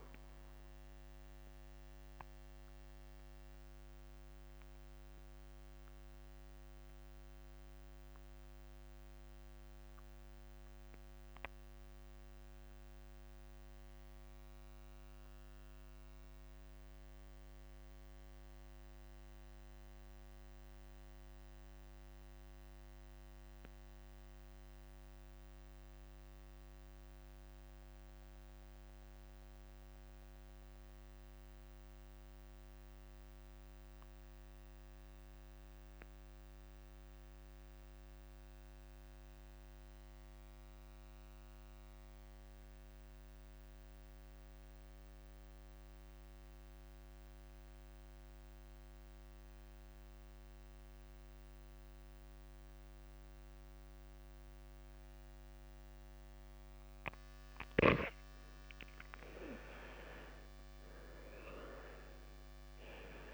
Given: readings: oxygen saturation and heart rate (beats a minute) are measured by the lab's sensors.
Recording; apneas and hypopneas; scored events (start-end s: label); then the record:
breathing in sleep by a microphone on the trachea; 1
0.00-20.00 s: oxygen desaturation (device-marked, oxygen 87% lowest, heart rate 39 extreme)
2.00-56.00 s: obstructive apnea (oxygen 98% before, 79% lowest, heart rate 66 before, 29 extreme, up 39 after)
7.50-9.50 s: long interval between heartbeats (device-marked, heart rate 67 before, 53 extreme)
12.50-14.50 s: long interval between heartbeats (device-marked, heart rate 62 before, 43 extreme)
38.00-63.34 s: oxygen desaturation (device-marked, oxygen 97% before, 79% lowest, heart rate 51 before, 29 extreme)
48.00-50.00 s: long interval between heartbeats (device-marked, heart rate 50 before, 52 extreme)
59.50-61.50 s: long interval between heartbeats (device-marked, heart rate 44 before, 64 extreme)
59.50-63.34 s: arousal
From the record:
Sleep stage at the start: N2 (light sleep); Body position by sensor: on the left side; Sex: male